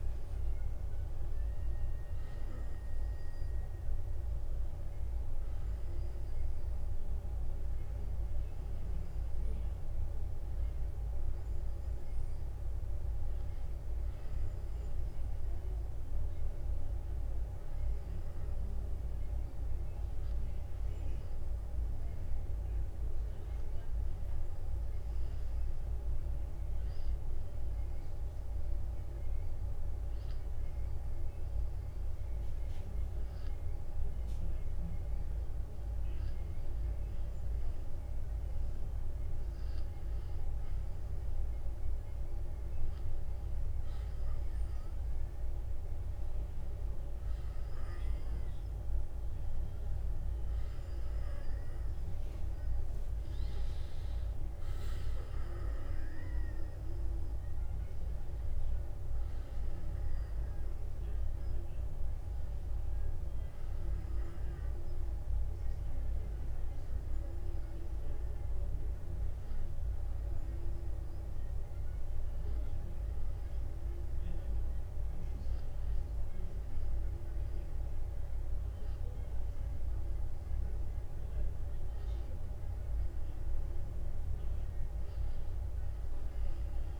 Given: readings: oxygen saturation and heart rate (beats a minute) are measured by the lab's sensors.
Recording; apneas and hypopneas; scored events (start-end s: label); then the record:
breathing in sleep, hard to hear, by a room microphone; 1
0.00-4.50 s: arousal
5.00-7.00 s: long interval between heartbeats (device-marked, heart rate 54 before, 53 extreme)
15.00-87.00 s: new sleep stage, N2 (light sleep)
25.00-36.50 s: hypopnea (oxygen 95% before, 90% lowest, heart rate 56 before, 50 extreme, up 5 after)
38.50-40.50 s: long interval between heartbeats (device-marked, heart rate 58 before, 60 extreme)
40.00-43.50 s: arousal
46.00-65.00 s: oxygen desaturation (device-marked, oxygen 94% before, 90% lowest, heart rate 57 before, 49 extreme)
65.00-67.00 s: long interval between heartbeats (device-marked, heart rate 59 before, 67 extreme)
69.50-73.50 s: arousal
From the record:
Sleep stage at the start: N1 (lightest sleep); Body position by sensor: on the back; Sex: male